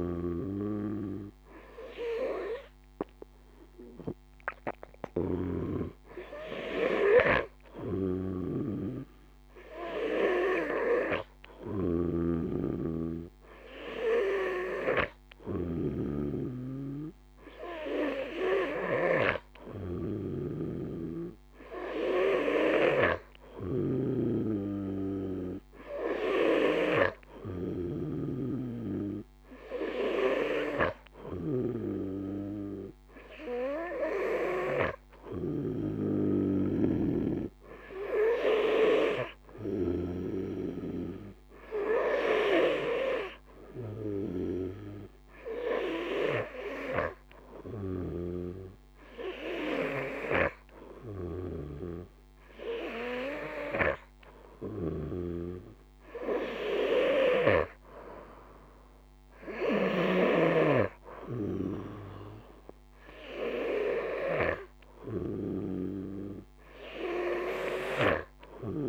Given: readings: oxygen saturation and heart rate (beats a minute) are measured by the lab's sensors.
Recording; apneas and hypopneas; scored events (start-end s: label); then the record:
breathing in sleep by a microphone on the trachea; none
0.00-5.00 s: snoring (device-marked)
7.00-39.50 s: snoring (device-marked)
61.00-65.00 s: arousal
67.00-68.89 s: snoring (device-marked)
From the record:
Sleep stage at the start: N2 (light sleep); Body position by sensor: on the back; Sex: male